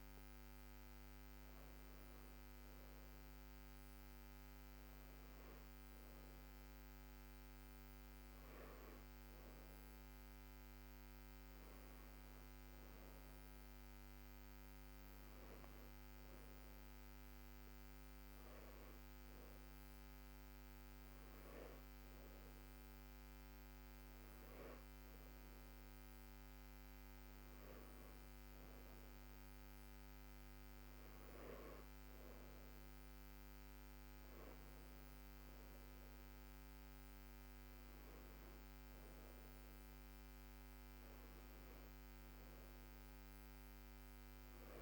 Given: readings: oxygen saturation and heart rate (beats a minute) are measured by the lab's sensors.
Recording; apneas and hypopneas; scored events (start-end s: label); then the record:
breathing in sleep, hard to hear, by a microphone on the trachea; none
none scored
From the record:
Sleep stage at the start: N2 (light sleep); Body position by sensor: on the back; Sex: female